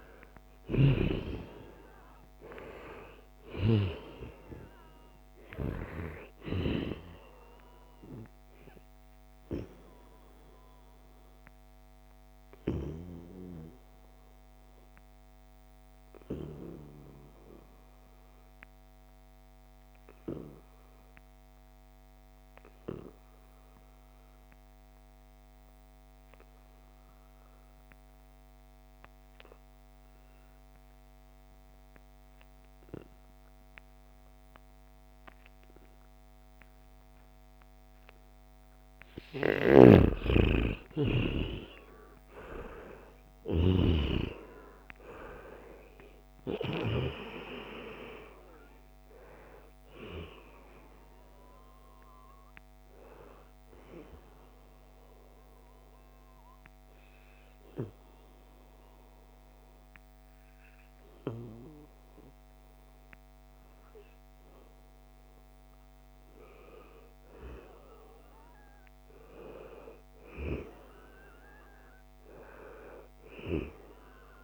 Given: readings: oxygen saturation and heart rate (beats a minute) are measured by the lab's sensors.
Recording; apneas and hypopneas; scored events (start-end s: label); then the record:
breathing in sleep by a microphone on the trachea; 2
0.00-1.00 s: snoring (device-marked)
0.00-20.00 s: oxygen desaturation (device-marked, oxygen 90% lowest, heart rate 67 extreme)
8.50-39.00 s: obstructive apnea (oxygen 96% before, 87% lowest, heart rate 74 before, 67 extreme, up 13 after)
35.00-69.00 s: oxygen desaturation (device-marked, oxygen 97% before, 87% lowest, heart rate 72 before, 73 extreme)
39.50-44.00 s: snoring (device-marked)
40.00-45.00 s: arousal
40.50-42.50 s: long interval between heartbeats (device-marked, heart rate 70 before, 77 extreme)
54.00-65.00 s: obstructive apnea (oxygen 97% before, 87% lowest, heart rate 76 before, 75 extreme, up 3 after)
68.50-72.50 s: arousal
From the record:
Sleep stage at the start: N2 (light sleep); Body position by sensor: on the back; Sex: male